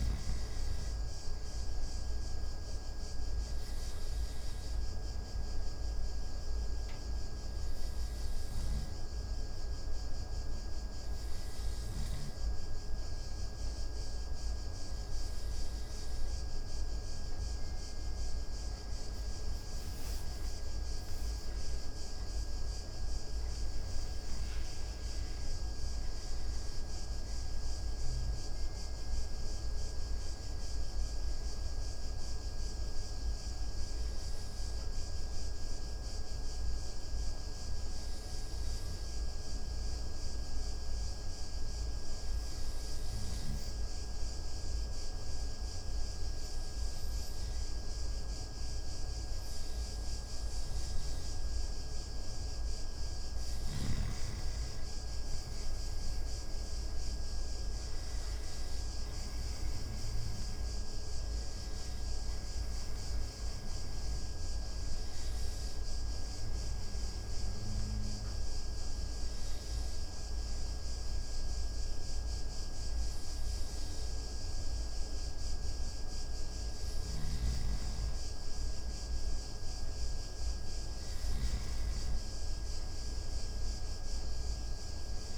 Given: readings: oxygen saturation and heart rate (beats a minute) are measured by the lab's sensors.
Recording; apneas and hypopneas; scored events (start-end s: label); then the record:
breathing in sleep, hard to hear, by a room microphone; 3
4.50-15.50 s: hypopnea (oxygen 94% before, 90% lowest)
19.00-22.50 s: arousal
36.50-52.50 s: obstructive apnea (oxygen 94% before, 90% lowest)
54.50-58.50 s: arousal
54.50-74.50 s: oxygen desaturation (device-marked, oxygen 96% before, 90% lowest)
62.50-74.00 s: hypopnea (oxygen 96% before, 90% lowest)
76.50-80.50 s: arousal
77.00-81.50 s: snoring (device-marked)
From the record:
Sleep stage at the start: N2 (light sleep); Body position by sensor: on the back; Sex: male